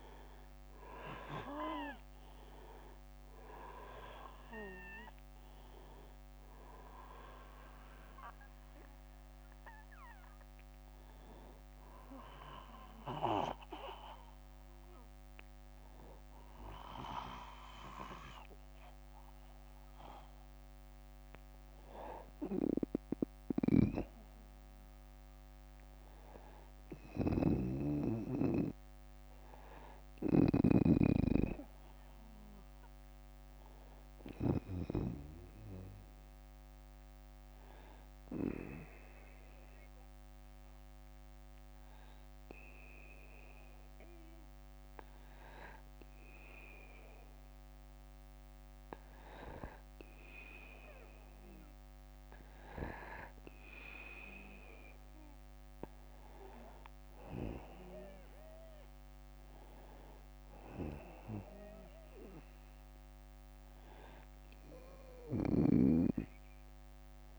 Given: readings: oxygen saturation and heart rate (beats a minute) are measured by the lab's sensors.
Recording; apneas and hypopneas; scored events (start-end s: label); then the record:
breathing in sleep by a microphone on the trachea; 1
0.00-3.00 s: arousal
22.50-34.00 s: snoring (device-marked)
23.50-30.50 s: oxygen desaturation (device-marked, oxygen 91% before, 88% lowest, heart rate 67 before, 59 extreme)
31.50-34.00 s: arousal
36.50-49.00 s: hypopnea (oxygen 98% before, 94% lowest, heart rate 62 before, 59 extreme, up 4 after)
51.00-54.00 s: arousal
58.50-67.39 s: oxygen desaturation (device-marked, oxygen 97% before, 94% lowest, heart rate 60 before, 63 extreme)
64.50-67.39 s: snoring (device-marked)
From the record:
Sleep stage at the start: N2 (light sleep); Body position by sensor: on the back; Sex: male